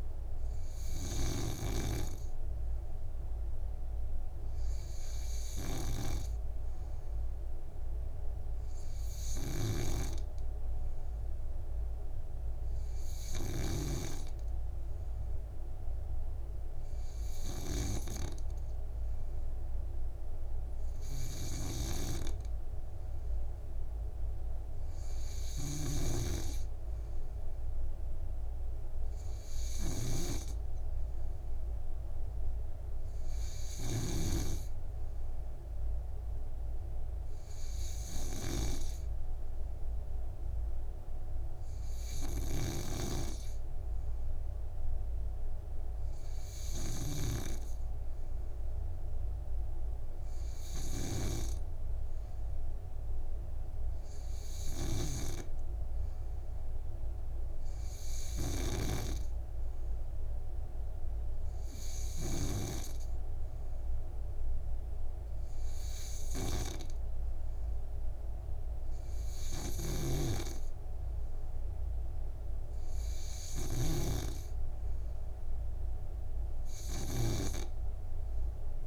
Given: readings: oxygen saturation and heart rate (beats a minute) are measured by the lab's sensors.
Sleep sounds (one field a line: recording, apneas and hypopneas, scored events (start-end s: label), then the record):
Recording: breathing in sleep by a room microphone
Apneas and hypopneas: none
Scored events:
1.50-14.50 s: snoring (device-marked)
22.00-35.00 s: snoring (device-marked)
43.00-63.00 s: snoring (device-marked)
70.00-78.87 s: snoring (device-marked)
From the record:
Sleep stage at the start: N2 (light sleep)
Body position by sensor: on the back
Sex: male